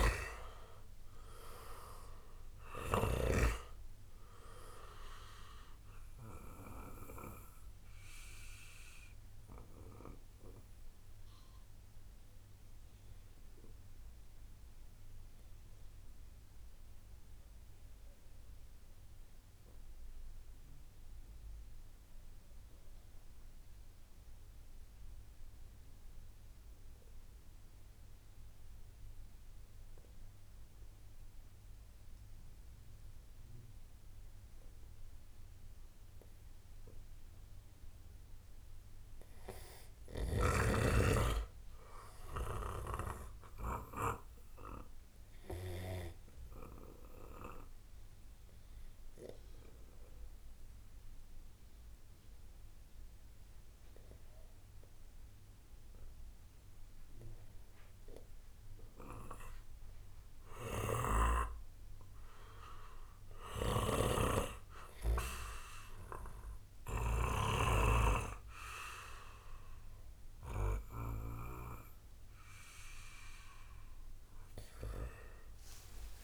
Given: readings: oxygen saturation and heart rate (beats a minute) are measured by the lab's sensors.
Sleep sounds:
breathing in sleep by a room microphone; 2
0.00-3.00 s: snoring (device-marked)
0.00-7.00 s: oxygen desaturation (device-marked, oxygen 93% lowest, heart rate 62 extreme)
7.50-36.50 s: obstructive apnea (oxygen 99% before, 93% lowest, heart rate 70 before, 57 extreme, up 1 after)
40.50-43.50 s: arousal
41.00-51.00 s: oxygen desaturation (device-marked, oxygen 97% before, 93% lowest, heart rate 68 before, 52 extreme)
47.50-62.50 s: obstructive apnea (oxygen 98% before, 93% lowest, heart rate 65 before, 52 extreme, up 6 after)
63.00-71.50 s: snoring (device-marked)
From the record:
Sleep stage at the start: N2 (light sleep); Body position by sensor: on the right side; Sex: male

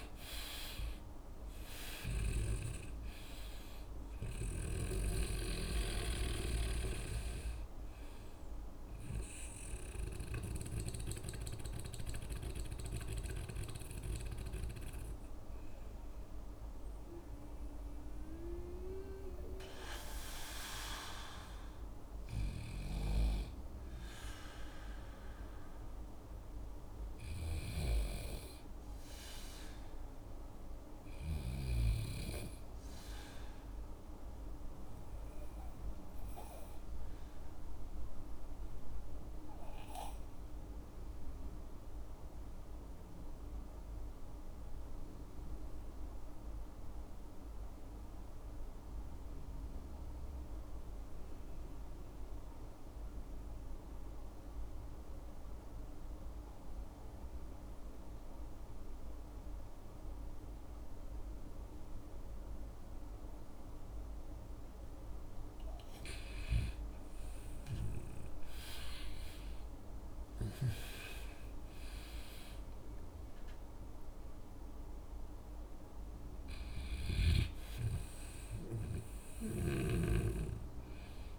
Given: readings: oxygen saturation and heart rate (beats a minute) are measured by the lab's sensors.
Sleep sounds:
breathing in sleep by a room microphone; 1
0.00-25.00 s: oxygen desaturation (device-marked, oxygen 73% lowest, heart rate 54 extreme)
30.00-64.00 s: obstructive apnea (oxygen 99% before, 81% lowest, heart rate 65 before, 52 extreme, up 14 after)
55.00-81.39 s: oxygen desaturation (device-marked, oxygen 97% before, 81% lowest, heart rate 58 before, 56 extreme)
67.50-71.50 s: arousal
From the record:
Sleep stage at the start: REM sleep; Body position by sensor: on the back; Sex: male

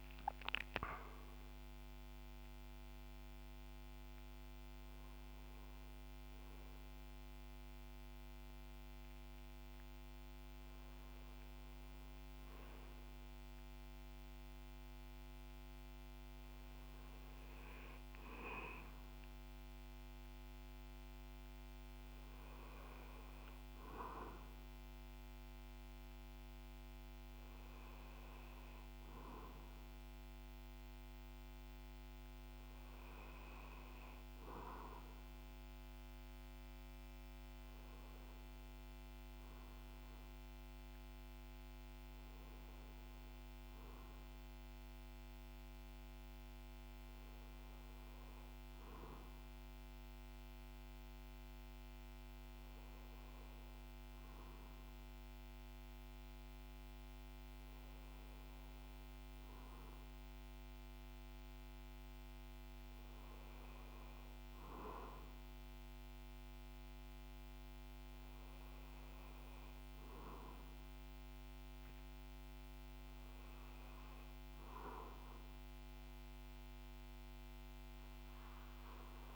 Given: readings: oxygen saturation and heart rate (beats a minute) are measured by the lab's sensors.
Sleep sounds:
breathing in sleep, hard to hear, by a microphone on the trachea; none
none scored
From the record:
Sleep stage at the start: REM sleep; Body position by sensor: on the back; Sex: male

